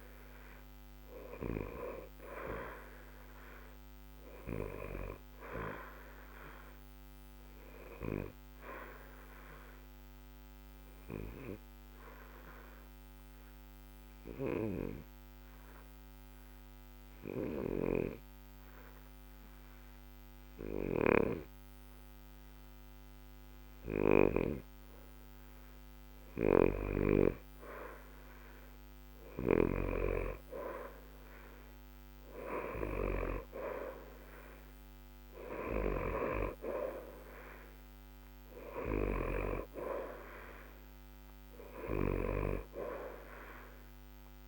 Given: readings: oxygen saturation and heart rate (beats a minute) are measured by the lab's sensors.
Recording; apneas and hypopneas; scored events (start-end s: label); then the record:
breathing in sleep by a microphone on the trachea; 1
0.00-19.50 s: oxygen desaturation (device-marked, oxygen 88% lowest, heart rate 60 extreme)
6.50-24.50 s: mixed apnea (oxygen 93% before, 88% lowest, heart rate 60 before, 60 extreme, up 0 after)
26.50-31.00 s: arousal
36.50-44.48 s: oxygen desaturation (device-marked, oxygen 92% before, 88% lowest, heart rate 60 before, 60 extreme)
From the record:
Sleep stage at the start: N2 (light sleep); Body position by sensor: on the back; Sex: male